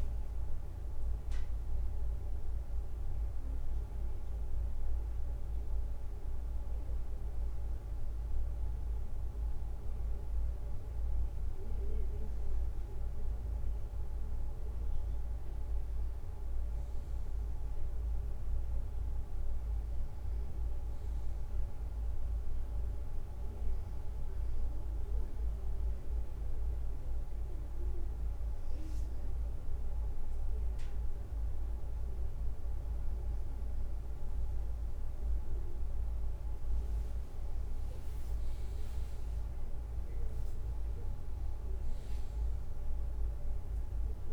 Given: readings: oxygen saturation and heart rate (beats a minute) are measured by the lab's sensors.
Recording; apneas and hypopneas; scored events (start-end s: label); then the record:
breathing in sleep, hard to hear, by a room microphone; none
26.50-44.33 s: new sleep stage, N1 (lightest sleep)
33.00-39.00 s: arousal
33.50-40.00 s: leg movement (device-marked)
From the record:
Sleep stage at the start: N2 (light sleep); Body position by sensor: on the right side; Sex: male